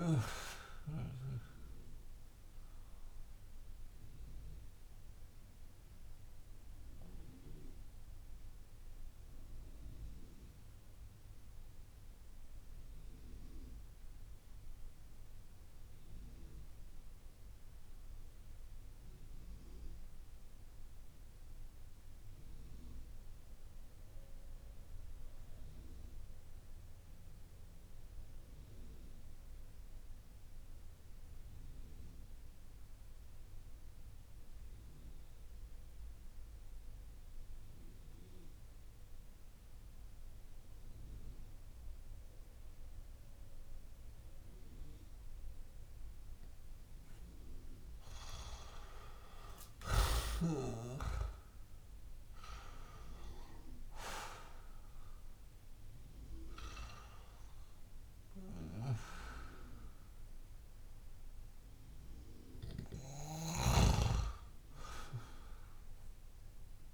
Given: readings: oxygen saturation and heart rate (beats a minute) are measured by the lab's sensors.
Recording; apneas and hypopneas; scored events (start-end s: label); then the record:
breathing in sleep by a room microphone; 1
0.00-25.00 s: oxygen desaturation (device-marked, oxygen 88% lowest)
0.50-45.50 s: obstructive apnea (oxygen 97% before, 85% lowest)
40.00-66.94 s: oxygen desaturation (device-marked, oxygen 97% before, 85% lowest)
48.50-53.50 s: arousal
From the record:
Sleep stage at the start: N2 (light sleep); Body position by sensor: on the back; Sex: male